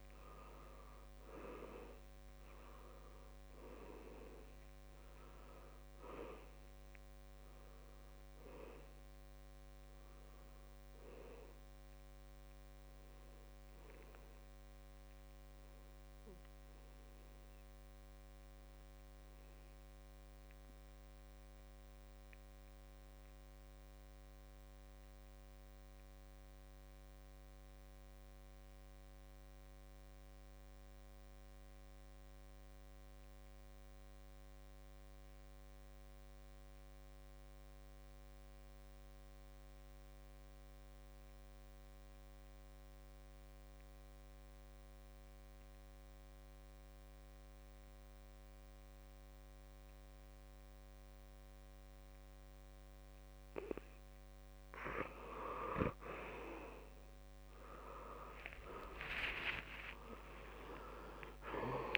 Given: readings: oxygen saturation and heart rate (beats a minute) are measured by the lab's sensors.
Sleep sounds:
breathing in sleep by a microphone on the trachea; 1
0.00-20.00 s: oxygen desaturation (device-marked, oxygen 81% lowest, heart rate 63 extreme)
15.00-53.00 s: obstructive apnea (oxygen 93% before, 80% lowest, heart rate 70 before, 63 extreme, up 15 after)
39.00-61.98 s: oxygen desaturation (device-marked, oxygen 96% before, 80% lowest, heart rate 66 before, 63 extreme)
57.50-61.98 s: arousal
59.50-61.50 s: long interval between heartbeats (device-marked, heart rate 69 before, 82 extreme)
From the record:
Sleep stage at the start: N2 (light sleep); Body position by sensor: on the back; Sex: male

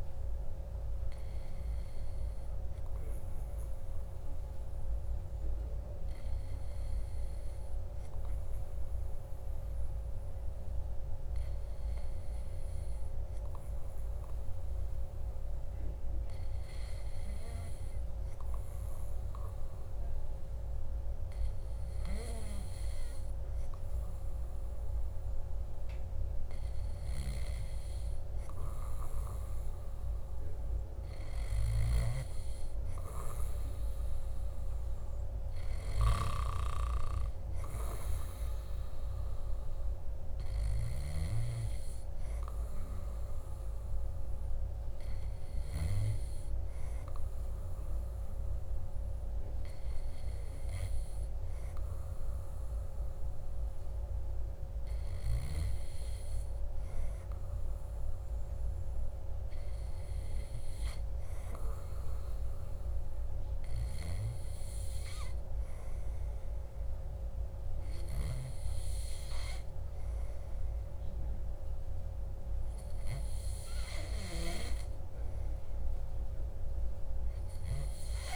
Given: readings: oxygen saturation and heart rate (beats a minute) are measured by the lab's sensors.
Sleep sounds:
breathing in sleep, hard to hear, by a room microphone; none
none scored
From the record:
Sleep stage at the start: N2 (light sleep); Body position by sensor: on the back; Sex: male

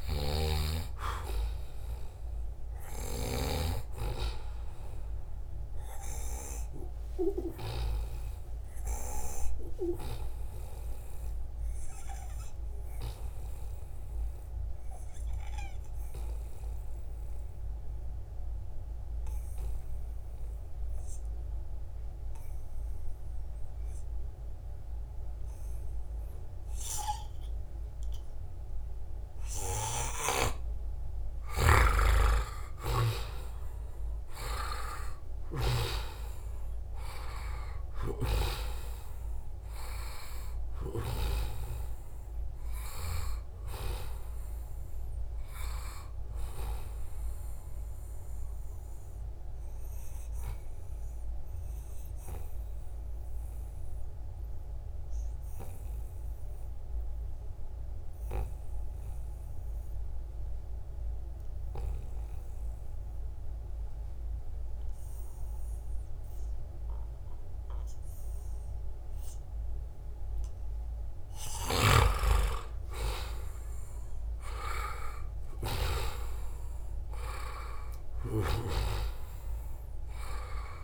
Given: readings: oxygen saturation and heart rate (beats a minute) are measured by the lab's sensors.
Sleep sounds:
breathing in sleep by a room microphone; 2
0.00-3.50 s: snoring (device-marked)
0.00-15.00 s: oxygen desaturation (device-marked, oxygen 88% lowest, heart rate 73 extreme)
7.00-9.00 s: long interval between heartbeats (device-marked, heart rate 80 before, 93 extreme)
9.50-30.50 s: obstructive apnea (oxygen 93% before, 87% lowest, heart rate 82 before, 73 extreme, up 2 after)
29.00-56.00 s: oxygen desaturation (device-marked, oxygen 95% before, 87% lowest, heart rate 81 before, 71 extreme)
31.50-36.00 s: snoring (device-marked)
32.00-34.50 s: arousal
48.00-71.00 s: obstructive apnea (oxygen 95% before, 87% lowest, heart rate 78 before, 71 extreme, up 1 after)
71.50-76.00 s: snoring (device-marked)
72.00-76.00 s: arousal
72.00-80.84 s: oxygen desaturation (device-marked, oxygen 97% before, 89% lowest, heart rate 75 before, 70 extreme)
From the record:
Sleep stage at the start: N2 (light sleep); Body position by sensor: on the right side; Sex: male

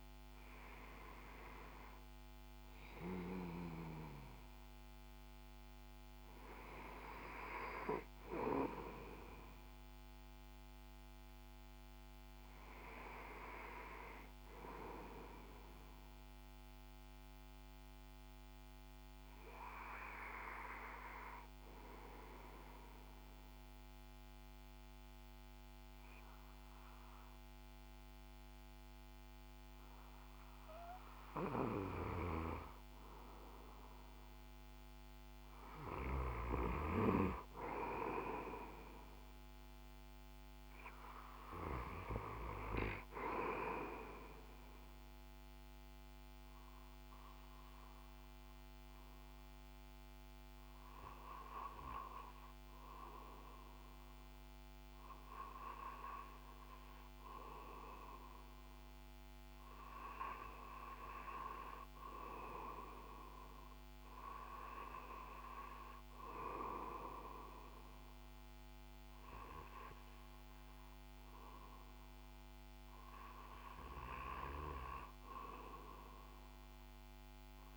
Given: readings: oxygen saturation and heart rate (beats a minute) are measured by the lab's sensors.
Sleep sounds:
breathing in sleep by a microphone on the trachea; 1
21.50-32.00 s: obstructive apnea (oxygen 98% before, 95% lowest, heart rate 57 before, 56 extreme, up 5 after)
32.00-36.00 s: arousal
From the record:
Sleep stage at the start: REM sleep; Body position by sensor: on the back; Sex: male

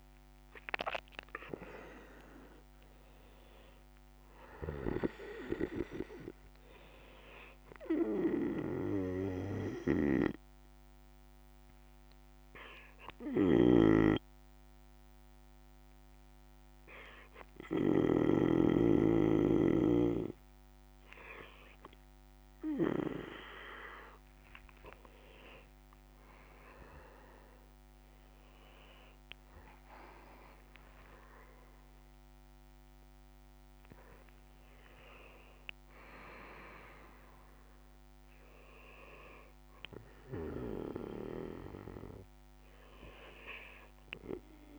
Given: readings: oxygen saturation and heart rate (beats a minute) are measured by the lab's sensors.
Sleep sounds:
breathing in sleep by a microphone on the trachea; 1
0.00-1.00 s: arousal
0.00-22.50 s: oxygen desaturation (device-marked, oxygen 91% lowest, heart rate 58 extreme)
9.50-24.00 s: hypopnea (oxygen 97% before, 91% lowest, heart rate 70 before, 59 extreme, up 11 after)
13.50-18.50 s: snoring (device-marked)
27.00-31.00 s: arousal
From the record:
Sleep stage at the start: N2 (light sleep); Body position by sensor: on the back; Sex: male

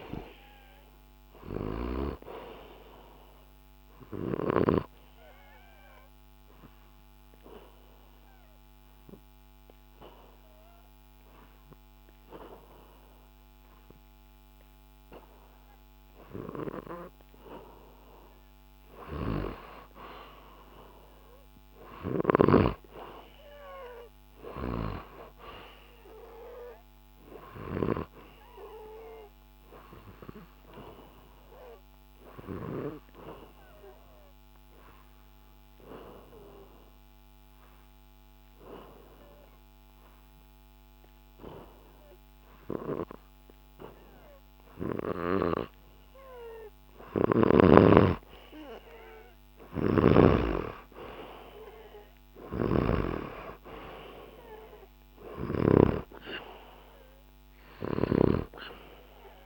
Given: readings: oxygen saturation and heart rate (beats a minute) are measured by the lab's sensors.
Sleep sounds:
breathing in sleep by a microphone on the trachea; 2
0.00-17.00 s: oxygen desaturation (device-marked, oxygen 97% before, 90% lowest, heart rate 67 before, 58 extreme)
4.50-17.50 s: obstructive apnea (oxygen 97% before, 90% lowest, heart rate 67 before, 58 extreme, up 0 after)
20.00-24.00 s: arousal
31.00-47.00 s: obstructive apnea (oxygen 98% before, 90% lowest, heart rate 66 before, 65 extreme, up 1 after)
49.50-53.00 s: snoring (device-marked)
49.50-54.00 s: arousal
54.00-59.46 s: oxygen desaturation (device-marked, oxygen 96% before, 90% lowest, heart rate 66 before, 65 extreme)
From the record:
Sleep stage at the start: N2 (light sleep); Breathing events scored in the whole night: 341 in 4.7 hours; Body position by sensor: on the back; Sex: male

